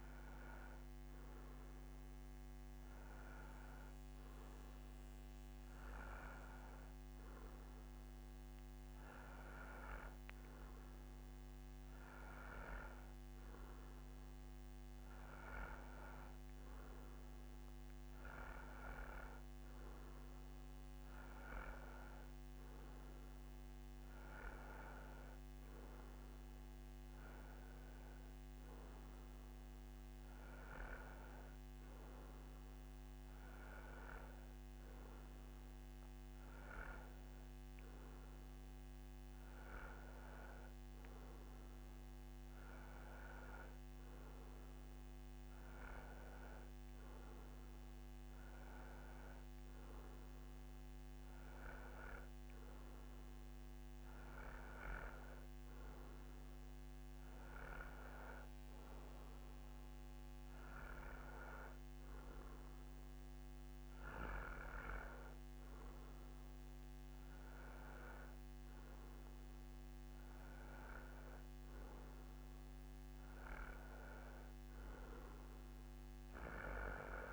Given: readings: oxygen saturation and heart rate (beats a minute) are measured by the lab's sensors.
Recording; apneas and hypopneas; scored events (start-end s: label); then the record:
breathing in sleep by a microphone on the trachea; none
45.50-52.50 s: bradycardia (device-marked, heart rate 68 before, 54 extreme)
From the record:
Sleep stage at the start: N2 (light sleep); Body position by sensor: on the right side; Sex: male